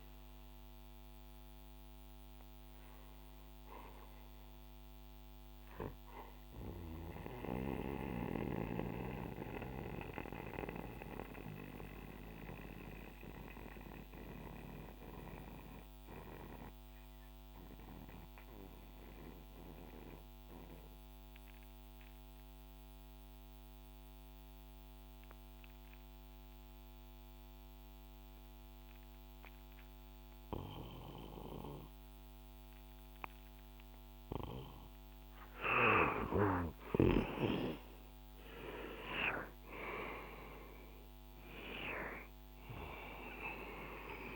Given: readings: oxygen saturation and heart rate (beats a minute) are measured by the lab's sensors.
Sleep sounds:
breathing in sleep by a microphone on the trachea; 1
0.00-8.00 s: oxygen desaturation (device-marked, oxygen 93% lowest, heart rate 61 extreme)
6.00-35.00 s: mixed apnea (oxygen 98% before, 88% lowest, heart rate 66 before, 61 extreme, up 11 after)
36.50-41.50 s: arousal
40.00-44.35 s: oxygen desaturation (device-marked, oxygen 98% before, 88% lowest, heart rate 66 before, 62 extreme)
From the record:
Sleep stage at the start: N2 (light sleep); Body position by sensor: on the back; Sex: male

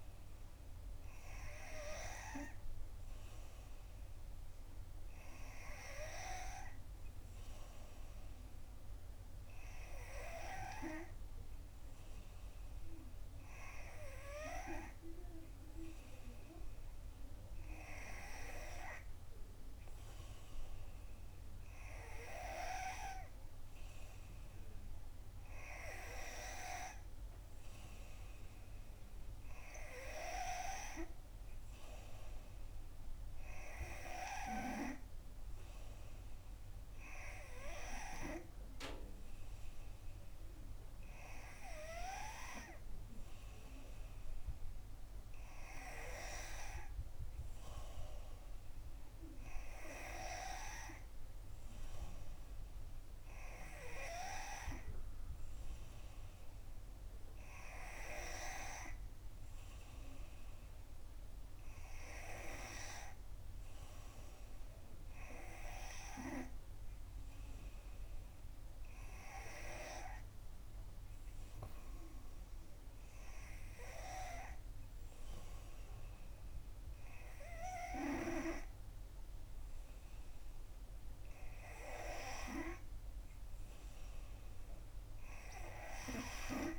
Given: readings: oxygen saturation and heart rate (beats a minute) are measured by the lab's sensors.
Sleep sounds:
breathing in sleep by a room microphone; none
none scored
From the record:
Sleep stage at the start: N3 (deep sleep); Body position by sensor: on the back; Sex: female

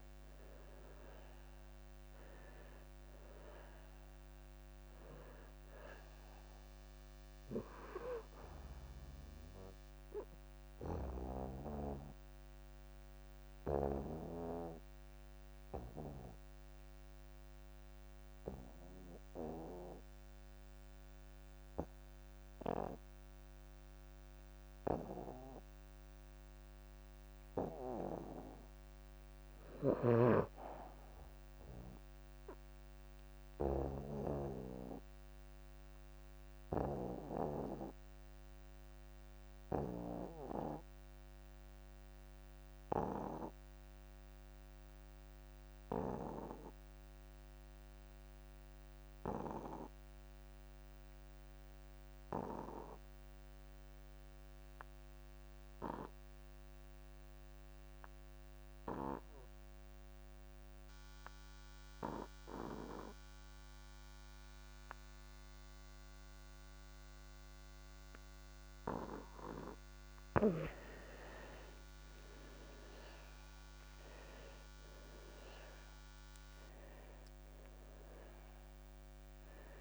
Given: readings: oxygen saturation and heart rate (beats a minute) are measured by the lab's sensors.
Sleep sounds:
breathing in sleep by a microphone on the trachea; 2
0.00-1.00 s: arousal
0.00-28.00 s: oxygen desaturation (device-marked, oxygen 80% lowest)
11.00-26.50 s: obstructive apnea (oxygen 98% before, 72% lowest)
29.00-32.00 s: arousal
36.00-70.00 s: obstructive apnea (oxygen 99% before, 69% lowest)
39.00-79.81 s: oxygen desaturation (device-marked, oxygen 99% before, 72% lowest)
72.00-75.50 s: arousal
From the record:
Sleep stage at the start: N2 (light sleep); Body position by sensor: on the back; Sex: male

